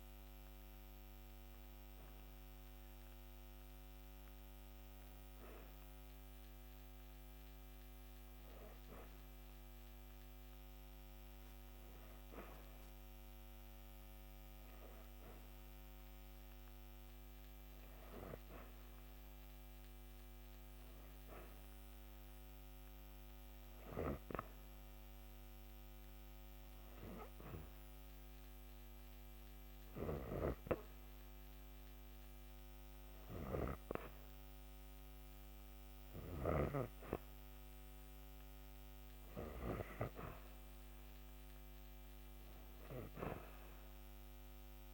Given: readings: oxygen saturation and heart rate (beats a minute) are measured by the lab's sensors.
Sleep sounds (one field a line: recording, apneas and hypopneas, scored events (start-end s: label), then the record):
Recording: breathing in sleep by a microphone on the trachea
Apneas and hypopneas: 1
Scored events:
7.00-10.00 s: arousal
13.00-34.00 s: hypopnea (oxygen 94% before, 90% lowest, heart rate 51 before, 46 extreme, up 13 after)
36.00-39.00 s: arousal
From the record:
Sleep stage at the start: N2 (light sleep)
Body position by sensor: on the back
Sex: female